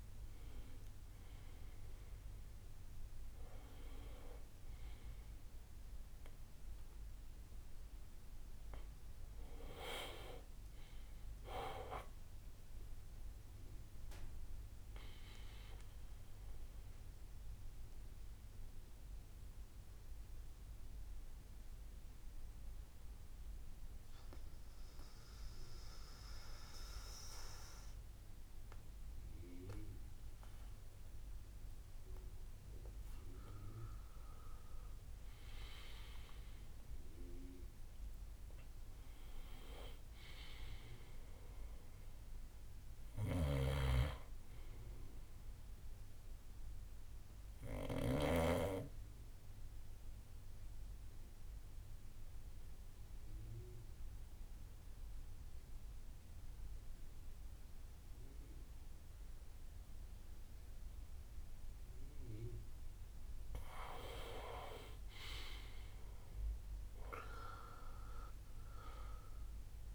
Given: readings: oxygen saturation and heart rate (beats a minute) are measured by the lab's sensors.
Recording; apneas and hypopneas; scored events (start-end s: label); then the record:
breathing in sleep by a room microphone; 2
9.00-18.00 s: tachycardia (device-marked, heart rate 65 before, 169 extreme)
10.00-12.00 s: long interval between heartbeats (device-marked, heart rate 116 before, 84 extreme)
12.00-14.00 s: long interval between heartbeats (device-marked, heart rate 109 before, 121 extreme)
12.00-24.00 s: drop in pulse transit time (device-marked, heart rate 109 before, 90 extreme)
17.50-33.00 s: mixed apnea (oxygen 99% before, 90% lowest, heart rate 107 before, 57 extreme, up 15 after)
18.50-20.50 s: long interval between heartbeats (device-marked, heart rate 108 before, 103 extreme)
23.00-26.00 s: bradycardia (device-marked, heart rate 67 before, 77 extreme)
23.00-69.95 s: new sleep stage, N2 (light sleep)
35.00-39.50 s: arousal
43.00-48.50 s: snoring (device-marked)
46.50-63.00 s: obstructive apnea (oxygen 98% before, 89% lowest, heart rate 64 before, 57 extreme, up 17 after)
52.00-58.00 s: bradycardia (device-marked, heart rate 67 before, 59 extreme)
64.50-69.50 s: arousal
66.00-69.95 s: oxygen desaturation (device-marked, oxygen 98% before, 90% lowest, heart rate 60 before, 57 extreme)
From the record:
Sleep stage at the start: N1 (lightest sleep); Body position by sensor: on the back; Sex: male